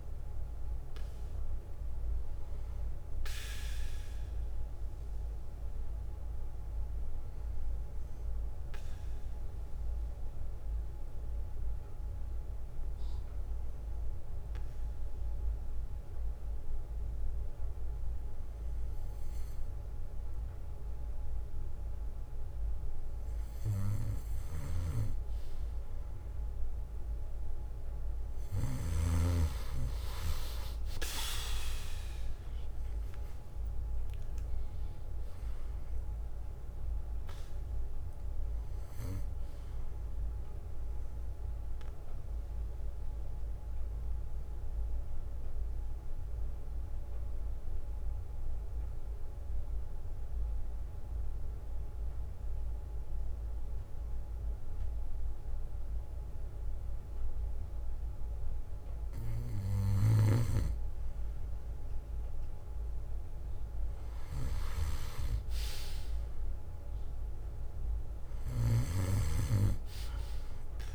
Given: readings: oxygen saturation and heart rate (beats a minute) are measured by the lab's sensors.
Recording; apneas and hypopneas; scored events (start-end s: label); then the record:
breathing in sleep by a room microphone; 2
7.00-20.00 s: obstructive apnea (oxygen 94% before, 93% lowest, heart rate 64 before, 58 extreme, up 0 after)
7.50-9.50 s: bradycardia (device-marked, heart rate 60 before, 61 extreme)
11.50-25.50 s: bradycardia (device-marked, heart rate 60 before, 58 extreme)
32.00-35.50 s: arousal
41.50-60.50 s: bradycardia (device-marked, heart rate 60 before, 54 extreme)
42.50-58.50 s: central apnea (oxygen 96% before, 93% lowest, heart rate 63 before, 54 extreme, up 11 after)
61.00-64.50 s: arousal
From the record:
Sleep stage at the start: N2 (light sleep); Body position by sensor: on the back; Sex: male